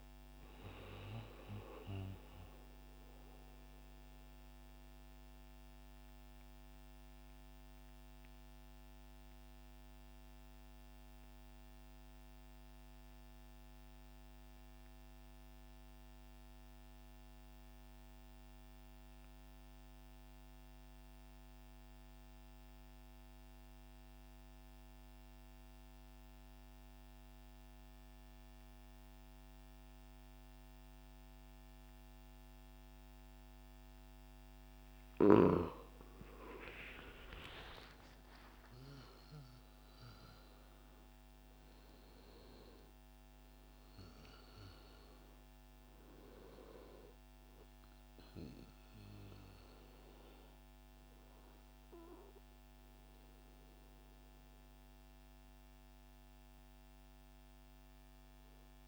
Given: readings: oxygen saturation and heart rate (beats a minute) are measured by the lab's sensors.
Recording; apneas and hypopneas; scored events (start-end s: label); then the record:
breathing in sleep by a microphone on the trachea; 1
0.00-13.00 s: oxygen desaturation (device-marked, oxygen 85% lowest)
2.50-34.00 s: central apnea (oxygen 95% before, 85% lowest, heart rate 73 before, 63 extreme)
34.00-58.88 s: oxygen desaturation (device-marked, oxygen 98% before, 91% lowest, heart rate 114 before, 74 extreme)
36.00-41.50 s: arousal
From the record:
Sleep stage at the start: N2 (light sleep); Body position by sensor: on the right side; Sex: male